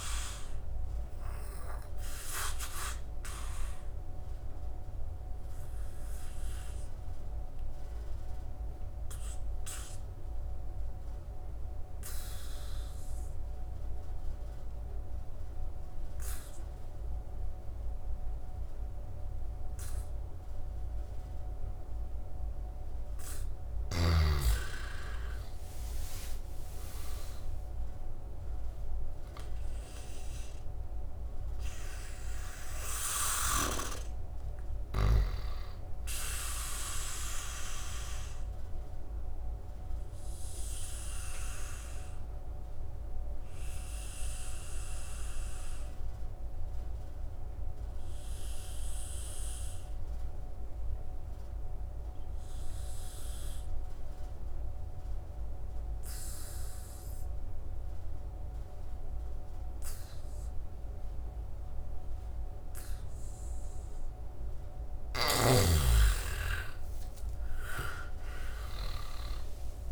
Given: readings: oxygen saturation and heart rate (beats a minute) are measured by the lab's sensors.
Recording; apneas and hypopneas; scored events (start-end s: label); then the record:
breathing in sleep by a room microphone; 2
0.00-21.50 s: oxygen desaturation (device-marked, oxygen 86% lowest, heart rate 66 extreme)
3.50-21.50 s: obstructive apnea (oxygen 99% before, 83% lowest, heart rate 76 before, 66 extreme, up 7 after)
24.00-28.00 s: arousal
28.50-54.50 s: oxygen desaturation (device-marked, oxygen 97% before, 83% lowest, heart rate 74 before, 70 extreme)
39.00-62.50 s: obstructive apnea (oxygen 97% before, 81% lowest, heart rate 75 before, 70 extreme, up 10 after)
60.50-69.92 s: oxygen desaturation (device-marked, oxygen 98% before, 86% lowest, heart rate 73 before, 70 extreme)
63.50-67.00 s: arousal
From the record:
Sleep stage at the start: N2 (light sleep); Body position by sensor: on the back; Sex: male